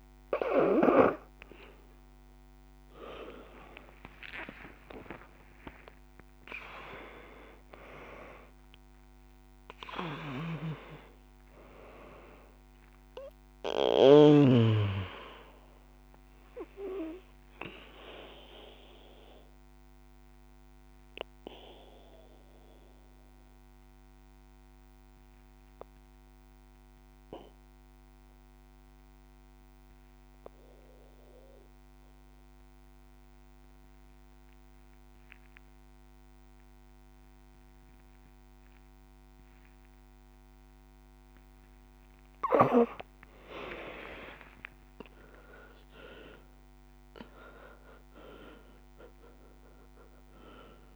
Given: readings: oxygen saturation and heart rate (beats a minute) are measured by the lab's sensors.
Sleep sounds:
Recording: breathing in sleep by a microphone on the trachea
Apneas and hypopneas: 1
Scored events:
0.00-36.00 s: oxygen desaturation (device-marked, oxygen 82% lowest, heart rate 53 extreme)
2.50-9.00 s: arousal
17.50-41.50 s: obstructive apnea (oxygen 97% before, 75% lowest, heart rate 84 before, 53 extreme, up 18 after)
42.50-48.00 s: arousal
From the record:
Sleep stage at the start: N2 (light sleep)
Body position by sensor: on the back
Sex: female

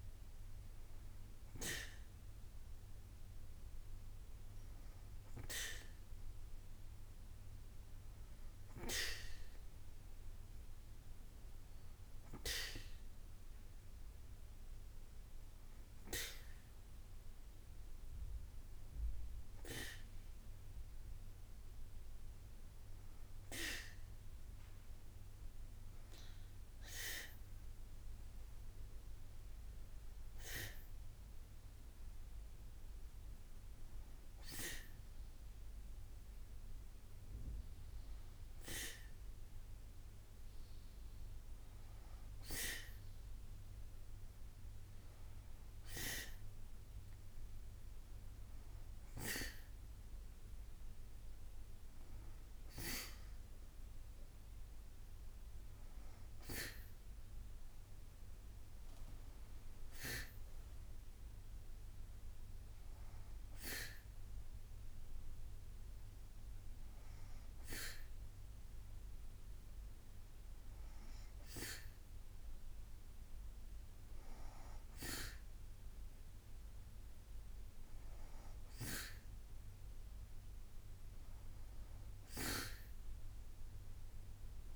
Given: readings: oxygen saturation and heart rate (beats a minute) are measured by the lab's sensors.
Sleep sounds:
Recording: breathing in sleep by a room microphone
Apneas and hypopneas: none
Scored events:
none scored
From the record:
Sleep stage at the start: N2 (light sleep)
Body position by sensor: on the back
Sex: female

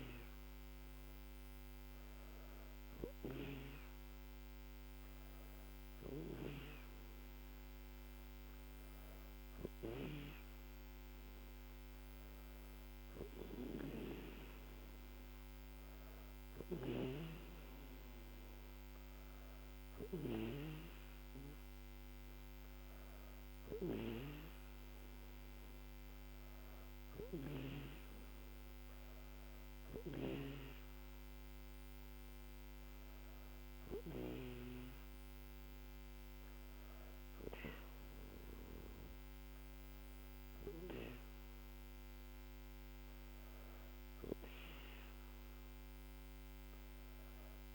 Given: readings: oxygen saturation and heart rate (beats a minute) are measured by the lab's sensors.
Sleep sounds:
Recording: breathing in sleep by a microphone on the trachea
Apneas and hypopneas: none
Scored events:
none scored
From the record:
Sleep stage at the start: N2 (light sleep)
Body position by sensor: on the back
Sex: female

